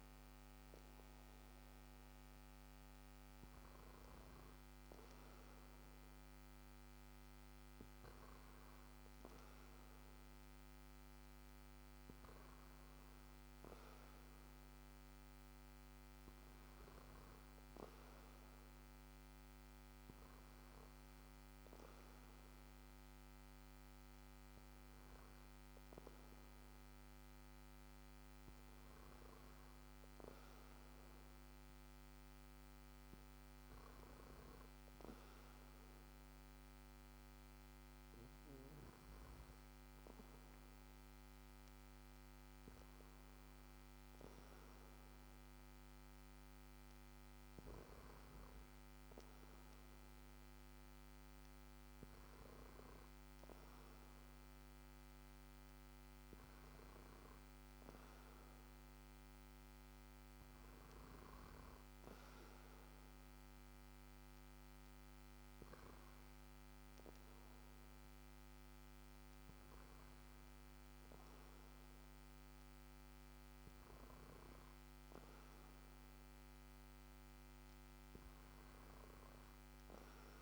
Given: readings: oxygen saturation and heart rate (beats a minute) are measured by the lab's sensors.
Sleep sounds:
breathing in sleep, hard to hear, by a microphone on the trachea; none
none scored
From the record:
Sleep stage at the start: N2 (light sleep); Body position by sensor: on the back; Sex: male

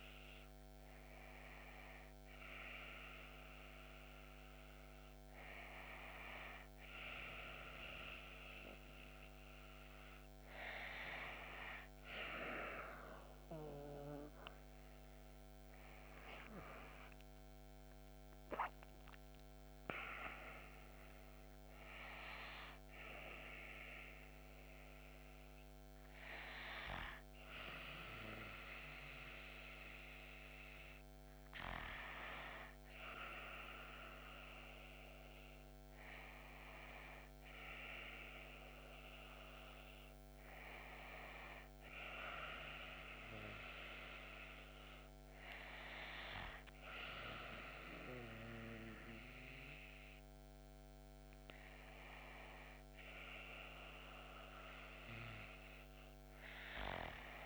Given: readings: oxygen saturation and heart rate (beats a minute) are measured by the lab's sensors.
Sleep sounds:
breathing in sleep by a microphone on the trachea; none
16.50-21.50 s: arousal
38.50-57.45 s: new sleep stage, N2 (light sleep)
From the record:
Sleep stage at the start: N1 (lightest sleep); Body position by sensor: on the back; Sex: female

